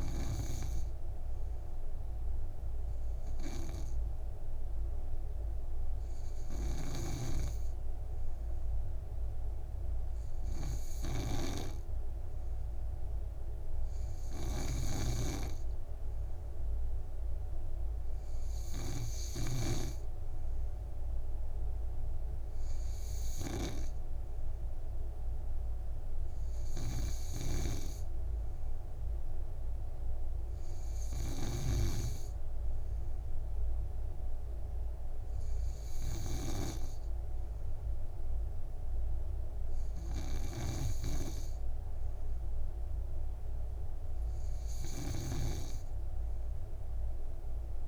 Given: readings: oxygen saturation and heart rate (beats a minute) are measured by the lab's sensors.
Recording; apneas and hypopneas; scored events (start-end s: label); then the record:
breathing in sleep by a room microphone; none
7.00-20.50 s: snoring (device-marked)
41.00-47.88 s: snoring (device-marked)
From the record:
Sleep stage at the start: N2 (light sleep); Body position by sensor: on the back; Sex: male